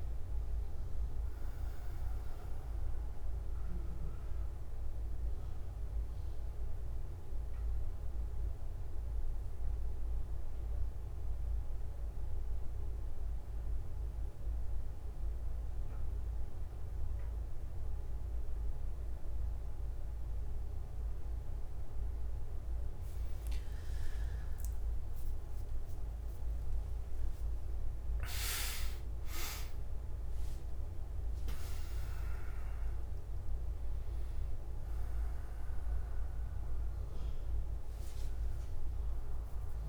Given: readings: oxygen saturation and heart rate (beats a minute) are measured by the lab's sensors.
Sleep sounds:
breathing in sleep, hard to hear, by a room microphone; 1
0.00-5.00 s: oxygen desaturation (device-marked, oxygen 91% lowest)
4.50-23.00 s: mixed apnea (oxygen 98% before, 92% lowest)
38.00-39.89 s: oxygen desaturation (device-marked, oxygen 99% before, 94% lowest, heart rate 113 before, 147 extreme)
From the record:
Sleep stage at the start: N2 (light sleep); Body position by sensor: on the back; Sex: male

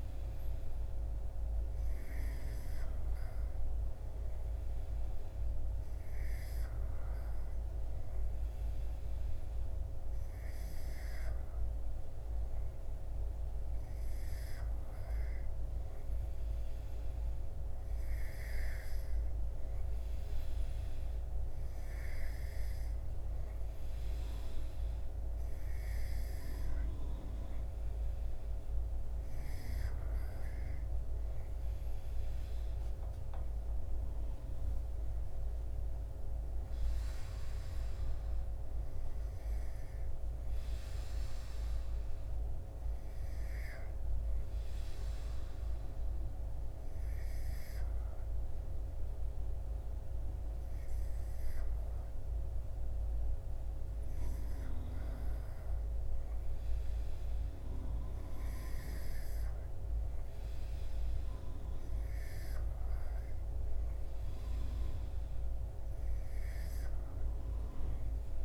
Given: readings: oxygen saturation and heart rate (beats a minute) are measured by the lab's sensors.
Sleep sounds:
breathing in sleep, hard to hear, by a room microphone; none
none scored
From the record:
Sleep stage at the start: N2 (light sleep); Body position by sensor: on the back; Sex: male

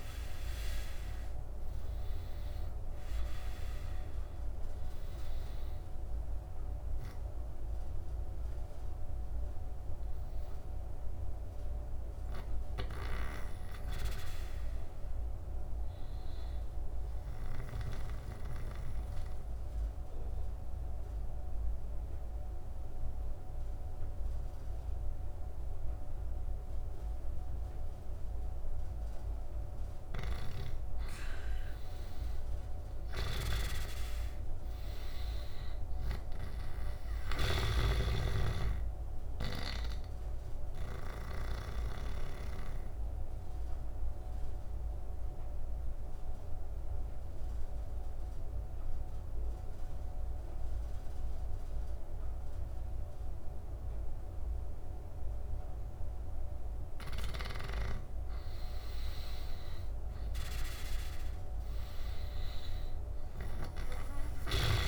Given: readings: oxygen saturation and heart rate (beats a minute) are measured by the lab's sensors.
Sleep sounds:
breathing in sleep by a room microphone; 2
0.00-17.00 s: oxygen desaturation (device-marked, oxygen 92% lowest, heart rate 73 extreme)
17.50-30.00 s: obstructive apnea (oxygen 97% before, 89% lowest, heart rate 88 before, 73 extreme, up 11 after)
31.00-52.00 s: oxygen desaturation (device-marked, oxygen 98% before, 89% lowest, heart rate 80 before, 73 extreme)
31.50-35.00 s: arousal
33.00-37.50 s: snoring (device-marked)
40.00-57.00 s: obstructive apnea (oxygen 98% before, 89% lowest, heart rate 79 before, 73 extreme, up 6 after)
59.50-63.50 s: arousal
From the record:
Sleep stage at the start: N2 (light sleep); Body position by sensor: on the right side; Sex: male

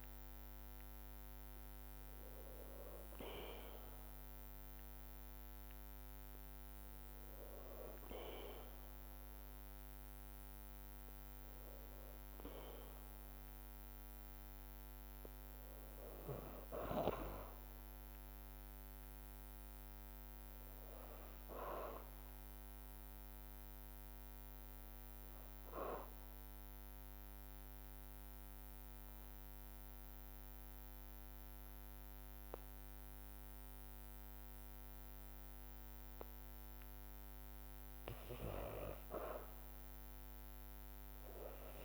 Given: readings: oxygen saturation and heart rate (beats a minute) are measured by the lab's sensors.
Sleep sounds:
breathing in sleep by a microphone on the trachea; 2
4.00-15.50 s: hypopnea (oxygen 99% before, 88% lowest, heart rate 54 before, 53 extreme, up 0 after)
19.50-23.00 s: arousal
25.50-36.50 s: obstructive apnea (oxygen 99% before, 88% lowest, heart rate 54 before, 53 extreme, up 0 after)
31.00-41.00 s: drop in pulse transit time (device-marked, heart rate 54 before, 53 extreme)
32.00-41.85 s: oxygen desaturation (device-marked, oxygen 98% before, 88% lowest, heart rate 54 before, 53 extreme)
35.00-41.85 s: new sleep stage, REM sleep
39.00-41.85 s: arousal
From the record:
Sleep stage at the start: N2 (light sleep); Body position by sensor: on the back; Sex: female

